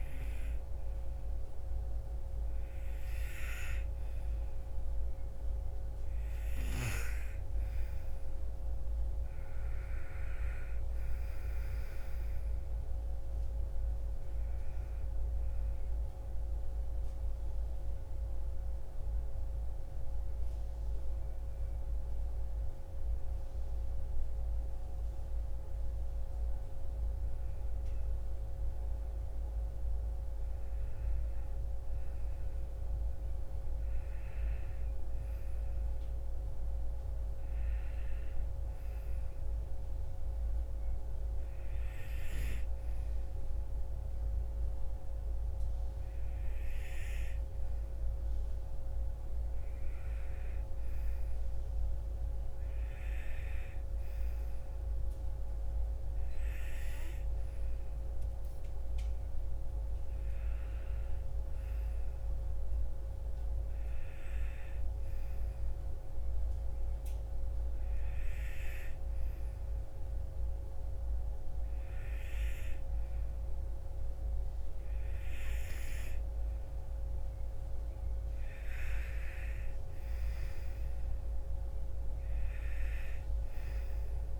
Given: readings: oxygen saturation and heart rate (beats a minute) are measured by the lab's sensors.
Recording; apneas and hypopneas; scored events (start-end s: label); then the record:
breathing in sleep, hard to hear, by a room microphone; 1
0.00-6.00 s: oxygen desaturation (device-marked, oxygen 94% lowest, heart rate 55 extreme)
17.00-27.50 s: hypopnea (oxygen 96% before, 94% lowest, heart rate 66 before, 55 extreme, up 7 after)
29.50-34.00 s: arousal
64.00-84.40 s: new sleep stage, N2 (light sleep)
From the record:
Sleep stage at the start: REM sleep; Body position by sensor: on the right side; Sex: female